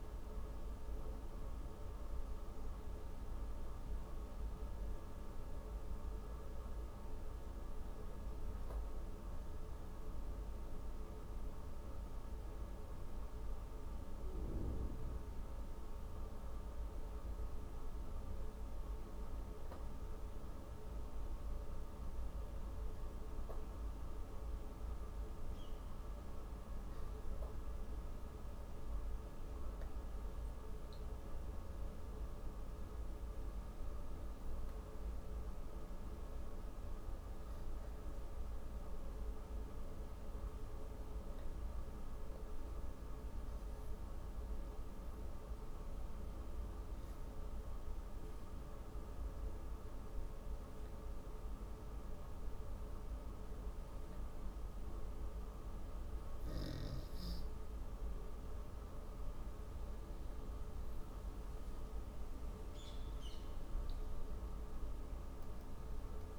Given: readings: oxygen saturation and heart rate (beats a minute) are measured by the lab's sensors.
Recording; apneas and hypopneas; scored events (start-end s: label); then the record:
breathing in sleep, hard to hear, by a room microphone; 1
39.50-55.50 s: obstructive apnea (oxygen 97% before, 93% lowest, heart rate 137 before, 113 extreme, up 33 after)
58.50-62.50 s: arousal
From the record:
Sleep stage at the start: N2 (light sleep); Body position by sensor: on the back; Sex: female